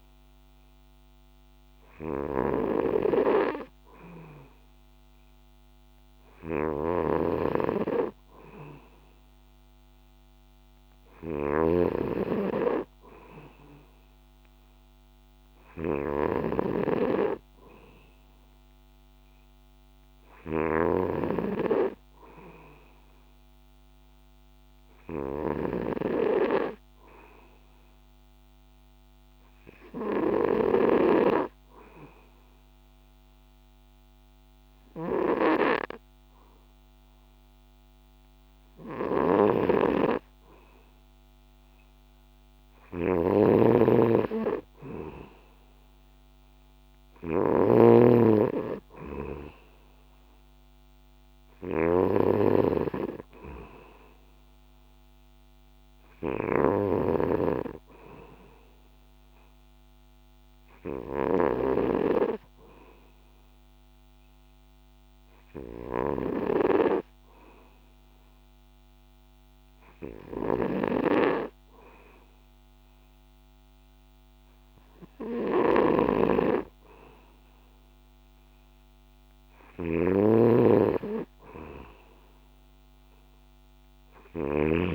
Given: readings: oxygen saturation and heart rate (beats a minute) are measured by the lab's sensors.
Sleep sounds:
breathing in sleep by a microphone on the trachea; 2
0.00-31.00 s: snoring (device-marked)
21.00-24.00 s: arousal
26.50-41.00 s: hypopnea (oxygen 97% before, 92% lowest, heart rate 64 before, 61 extreme, up 1 after)
39.00-84.95 s: snoring (device-marked)
44.00-47.50 s: arousal
50.50-68.50 s: oxygen desaturation (device-marked, oxygen 95% before, 92% lowest, heart rate 64 before, 61 extreme)
61.00-77.50 s: hypopnea (oxygen 96% before, 93% lowest, heart rate 65 before, 61 extreme, up 4 after)
80.00-83.00 s: arousal
From the record:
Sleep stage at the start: N2 (light sleep); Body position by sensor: on the back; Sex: male

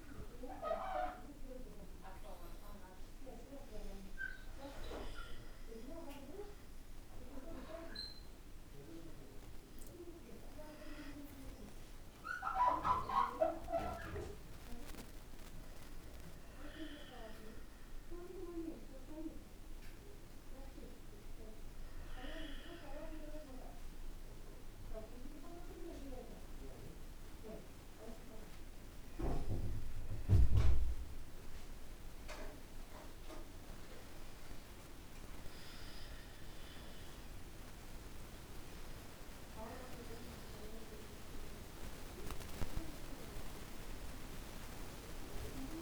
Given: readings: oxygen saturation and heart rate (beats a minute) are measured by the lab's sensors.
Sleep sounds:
a person awake in a sleep study, by a room microphone; none
none scored
From the record:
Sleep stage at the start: awake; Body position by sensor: on the back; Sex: male

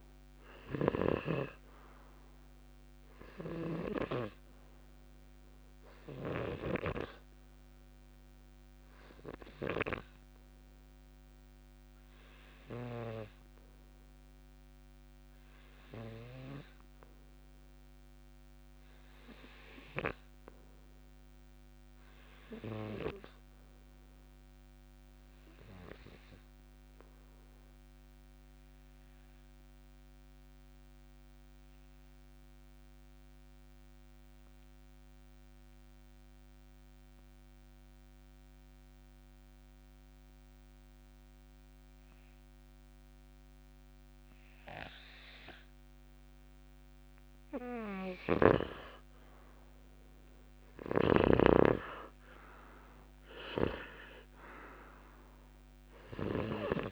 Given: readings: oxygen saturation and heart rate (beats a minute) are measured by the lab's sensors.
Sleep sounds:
breathing in sleep by a microphone on the trachea; 1
0.00-7.00 s: snoring (device-marked)
0.00-28.00 s: oxygen desaturation (device-marked, oxygen 86% lowest, heart rate 60 extreme)
26.00-48.00 s: obstructive apnea (oxygen 94% before, 86% lowest, heart rate 66 before, 60 extreme, up 21 after)
48.00-51.50 s: snoring (device-marked)
50.00-55.00 s: arousal
51.00-56.92 s: oxygen desaturation (device-marked, oxygen 94% before, 86% lowest, heart rate 61 before, 61 extreme)
From the record:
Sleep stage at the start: REM sleep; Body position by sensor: on the back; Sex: male

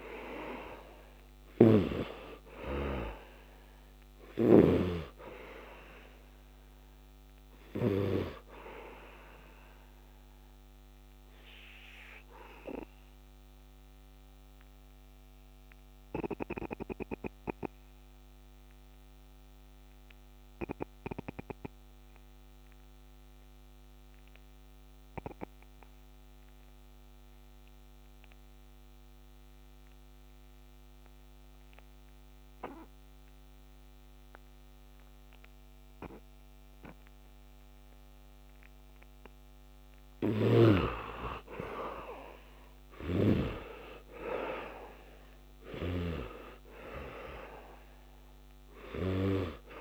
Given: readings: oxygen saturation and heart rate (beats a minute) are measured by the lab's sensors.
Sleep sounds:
breathing in sleep by a microphone on the trachea; 1
0.00-1.00 s: arousal
0.00-1.50 s: snoring (device-marked)
0.00-21.50 s: oxygen desaturation (device-marked, oxygen 71% lowest, heart rate 67 extreme)
13.50-38.00 s: obstructive apnea (oxygen 98% before, 69% lowest, heart rate 80 before, 67 extreme, up 9 after)
29.50-49.81 s: oxygen desaturation (device-marked, oxygen 99% before, 69% lowest, heart rate 70 before, 69 extreme)
39.50-43.00 s: snoring (device-marked)
40.50-45.00 s: arousal
From the record:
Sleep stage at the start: N2 (light sleep); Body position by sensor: on the back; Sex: male

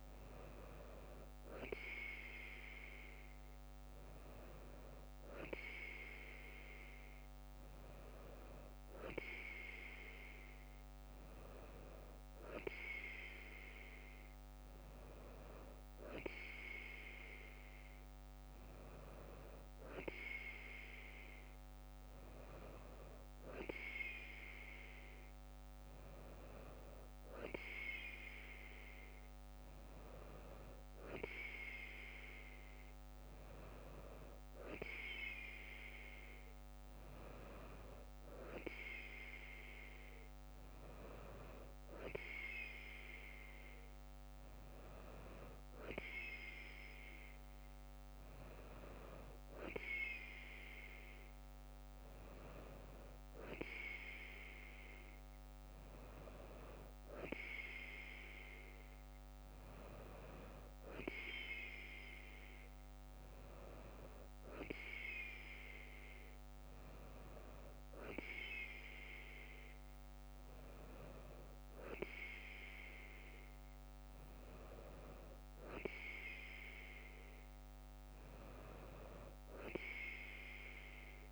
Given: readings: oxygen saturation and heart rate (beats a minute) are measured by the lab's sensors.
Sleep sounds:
breathing in sleep by a microphone on the trachea; none
none scored
From the record:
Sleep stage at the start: N3 (deep sleep); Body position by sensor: on the right side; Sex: female

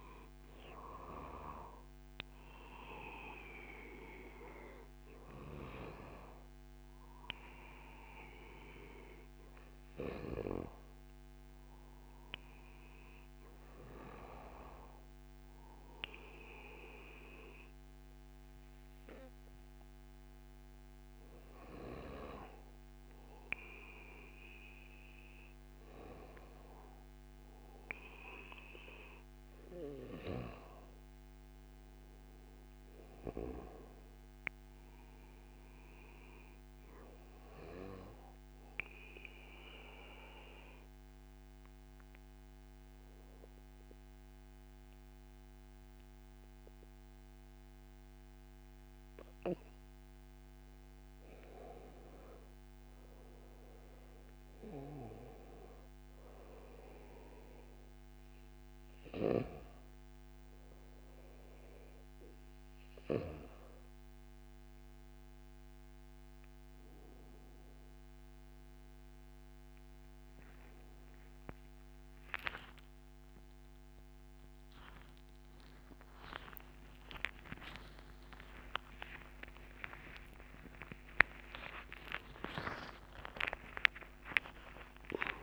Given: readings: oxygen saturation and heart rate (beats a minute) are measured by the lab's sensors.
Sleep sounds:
breathing in sleep by a microphone on the trachea; 1
30.50-35.00 s: arousal
39.50-51.50 s: obstructive apnea (oxygen 97% before, 92% lowest, heart rate 62 before, 40 extreme, up 3 after)
53.00-56.50 s: arousal
75.50-85.43 s: tachycardia (device-marked, heart rate 50 before, 139 extreme)
77.00-85.00 s: arousal
From the record:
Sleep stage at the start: N2 (light sleep); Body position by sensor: on the back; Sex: male

